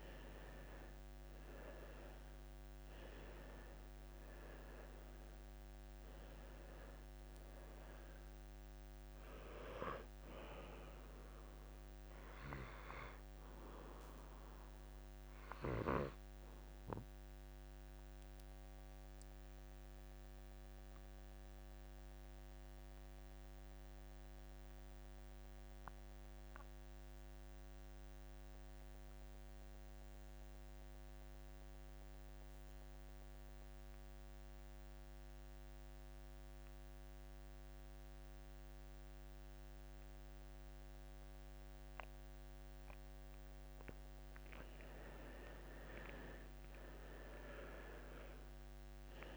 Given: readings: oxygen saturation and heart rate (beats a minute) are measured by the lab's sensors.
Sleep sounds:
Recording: breathing in sleep by a microphone on the trachea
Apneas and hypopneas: 1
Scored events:
0.00-2.50 s: arousal
0.50-2.50 s: long interval between heartbeats (device-marked, heart rate 52 before, 74 extreme)
1.50-33.50 s: oxygen desaturation (device-marked, oxygen 97% before, 88% lowest, heart rate 54 before, 50 extreme)
3.00-5.00 s: long interval between heartbeats (device-marked, heart rate 55 before, 82 extreme)
17.50-44.00 s: obstructive apnea (oxygen 97% before, 87% lowest, heart rate 65 before, 50 extreme, up 14 after)
46.00-49.37 s: arousal
46.50-49.37 s: oxygen desaturation (device-marked, oxygen 97% before, 87% lowest, heart rate 52 before, 51 extreme)
From the record:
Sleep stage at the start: N2 (light sleep)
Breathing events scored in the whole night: 305 in 3.8 hours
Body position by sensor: on the back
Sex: male

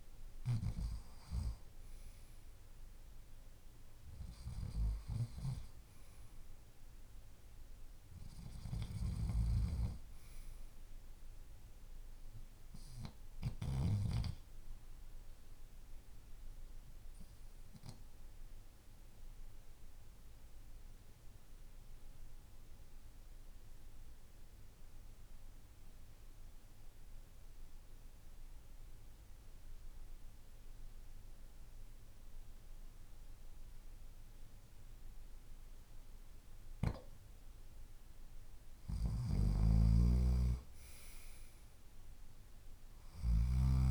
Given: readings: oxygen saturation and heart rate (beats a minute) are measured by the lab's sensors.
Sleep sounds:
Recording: breathing in sleep by a room microphone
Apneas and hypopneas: 1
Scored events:
14.00-36.00 s: obstructive apnea (oxygen 96% before, 89% lowest, heart rate 52 before, 48 extreme, up 8 after)
37.00-40.00 s: arousal
38.50-43.00 s: snoring (device-marked)
From the record:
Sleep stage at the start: N2 (light sleep)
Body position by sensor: on the left side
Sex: male

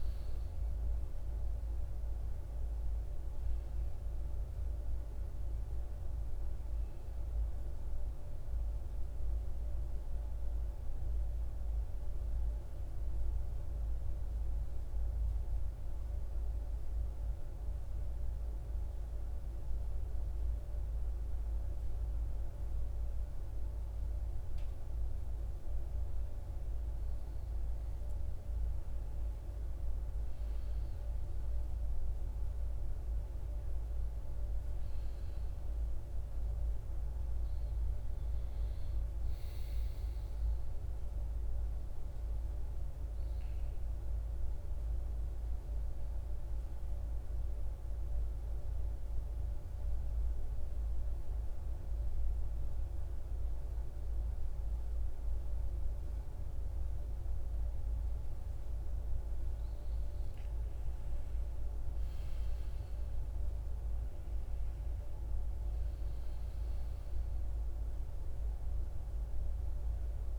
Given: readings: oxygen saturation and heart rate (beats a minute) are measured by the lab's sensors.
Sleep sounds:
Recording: breathing in sleep, hard to hear, by a room microphone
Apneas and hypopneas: 2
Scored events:
0.00-16.00 s: oxygen desaturation (device-marked, oxygen 84% lowest, heart rate 53 extreme)
12.00-24.50 s: mixed apnea (oxygen 97% before, 87% lowest, heart rate 68 before, 53 extreme, up 6 after)
27.50-32.00 s: arousal
36.00-50.00 s: oxygen desaturation (device-marked, oxygen 98% before, 93% lowest, heart rate 56 before, 55 extreme)
44.00-58.00 s: central apnea (oxygen 99% before, 86% lowest, heart rate 59 before, 55 extreme, up 10 after)
59.50-64.00 s: arousal
66.00-70.39 s: oxygen desaturation (device-marked, oxygen 96% before, 91% lowest, heart rate 58 before, 57 extreme)
From the record:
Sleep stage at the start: N2 (light sleep)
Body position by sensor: on the right side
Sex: male

